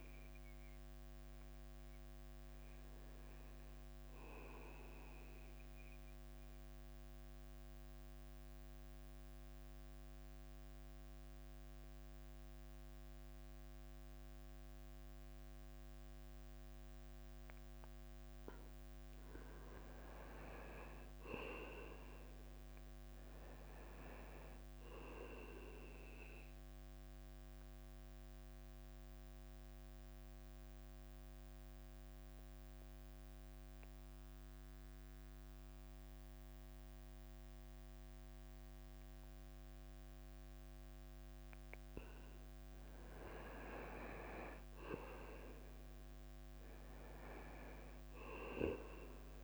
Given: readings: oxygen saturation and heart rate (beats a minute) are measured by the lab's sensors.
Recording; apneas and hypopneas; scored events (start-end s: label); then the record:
breathing in sleep by a microphone on the trachea; 2
0.00-7.50 s: drop in pulse transit time (device-marked, heart rate 82 extreme)
6.50-20.00 s: central apnea (oxygen 95% before, 93% lowest, heart rate 89 before, 90 extreme, up 2 after)
20.50-24.50 s: arousal
27.50-41.50 s: mixed apnea (oxygen 97% before, 92% lowest, heart rate 91 before, 90 extreme, up 0 after)
44.50-48.50 s: arousal
44.50-49.44 s: drop in pulse transit time (device-marked, heart rate 93 before, 90 extreme)
From the record:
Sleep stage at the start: N2 (light sleep); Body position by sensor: on the right side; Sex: male